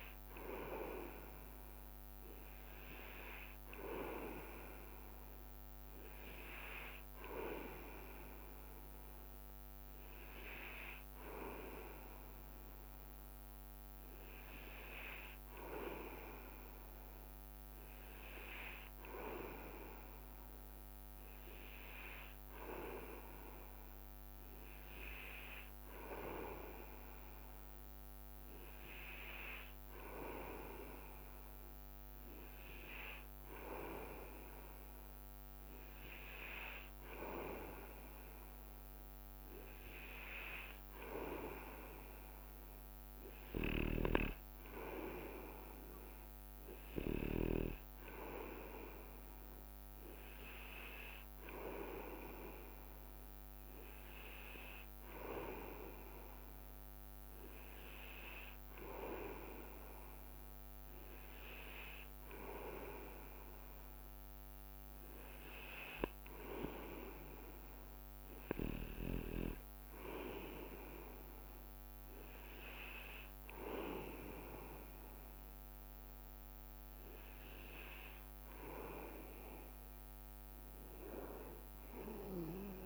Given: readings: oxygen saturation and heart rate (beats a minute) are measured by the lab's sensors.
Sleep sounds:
breathing in sleep by a microphone on the trachea; none
0.50-5.00 s: leg movement (device-marked)
6.00-8.00 s: leg movement (device-marked)
10.50-14.50 s: leg movement (device-marked)
20.50-24.50 s: leg movement (device-marked)
26.50-28.00 s: leg movement (device-marked)
31.00-35.00 s: leg movement (device-marked)
45.50-51.50 s: leg movement (device-marked)
54.00-55.00 s: leg movement (device-marked)
55.50-56.50 s: leg movement (device-marked)
59.50-63.00 s: leg movement (device-marked)
From the record:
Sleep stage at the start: N2 (light sleep); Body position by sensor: on the back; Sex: male

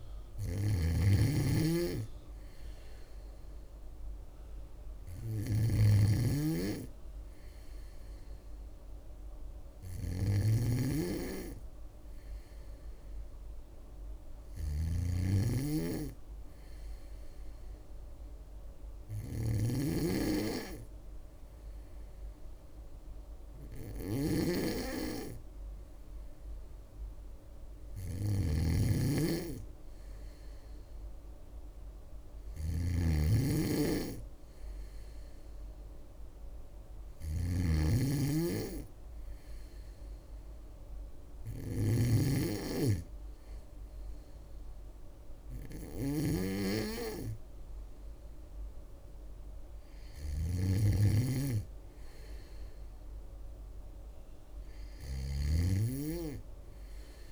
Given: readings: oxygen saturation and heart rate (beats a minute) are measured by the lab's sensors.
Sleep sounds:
breathing in sleep by a room microphone; none
0.00-57.32 s: snoring (device-marked)
From the record:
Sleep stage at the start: N3 (deep sleep); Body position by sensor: on the back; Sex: female

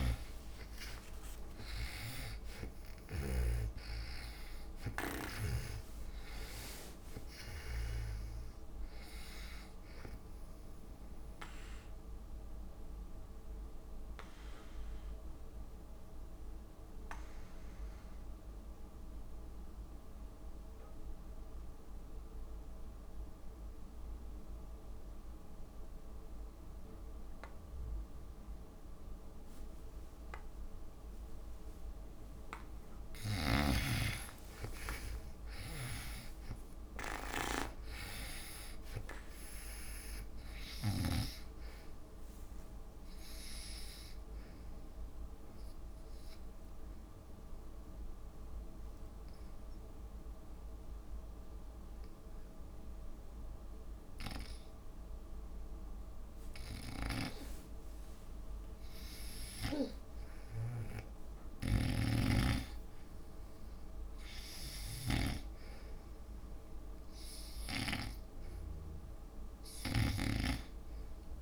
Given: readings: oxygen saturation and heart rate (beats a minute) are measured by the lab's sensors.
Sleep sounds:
breathing in sleep by a room microphone; 2
0.00-1.00 s: arousal
0.00-4.00 s: snoring (device-marked)
0.00-20.50 s: oxygen desaturation (device-marked, oxygen 88% lowest)
12.00-32.00 s: obstructive apnea (oxygen 98% before, 85% lowest)
32.50-54.50 s: oxygen desaturation (device-marked, oxygen 98% before, 85% lowest)
33.50-41.50 s: snoring (device-marked)
34.00-37.50 s: arousal
46.50-56.50 s: obstructive apnea (oxygen 98% before, 81% lowest)
58.50-62.00 s: arousal
61.00-63.00 s: long interval between heartbeats (device-marked)
62.00-71.42 s: snoring (device-marked)
From the record:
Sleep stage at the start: N2 (light sleep); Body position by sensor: on the back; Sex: female

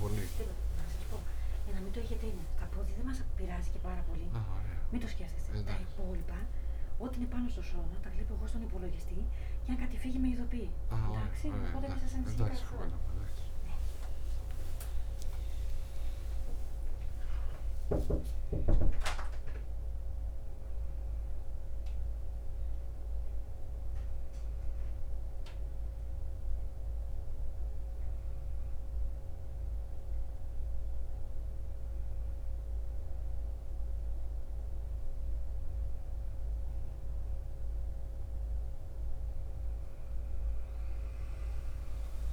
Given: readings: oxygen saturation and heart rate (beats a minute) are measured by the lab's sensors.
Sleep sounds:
a person awake in a sleep study, by a room microphone; none
36.00-42.33 s: new sleep stage, N1 (lightest sleep)
From the record:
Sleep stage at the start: awake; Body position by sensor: on the right side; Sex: male

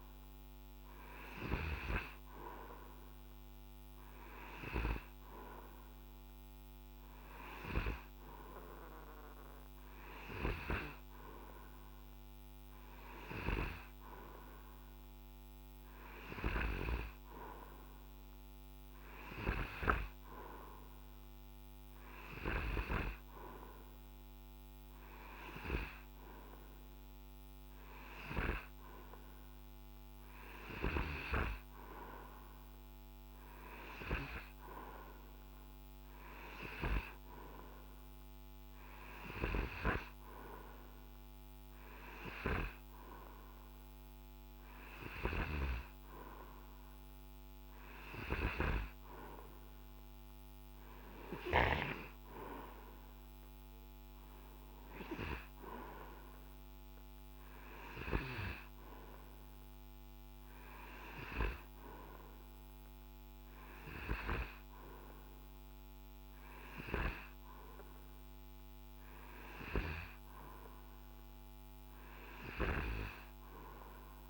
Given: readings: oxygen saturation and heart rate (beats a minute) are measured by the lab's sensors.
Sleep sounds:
breathing in sleep by a microphone on the trachea; none
45.00-48.50 s: snoring (device-marked)
From the record:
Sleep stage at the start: N2 (light sleep); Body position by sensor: on the right side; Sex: male

